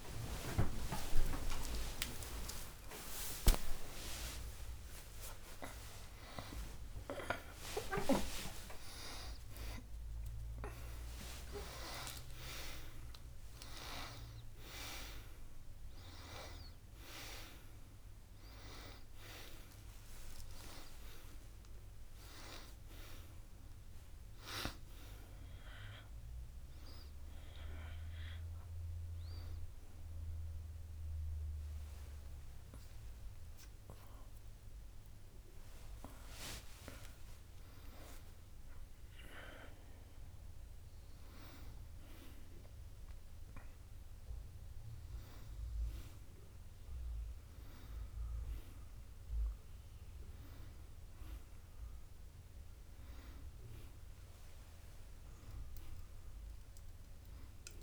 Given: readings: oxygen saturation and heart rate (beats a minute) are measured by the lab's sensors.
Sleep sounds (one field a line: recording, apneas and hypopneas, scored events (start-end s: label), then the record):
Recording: a person awake in a sleep study, by a room microphone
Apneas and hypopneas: none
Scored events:
2.50-18.50 s: oxygen desaturation (device-marked, oxygen 96% before, 93% lowest, heart rate 76 before, 68 extreme)
From the record:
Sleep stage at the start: awake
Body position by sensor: on the back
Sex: male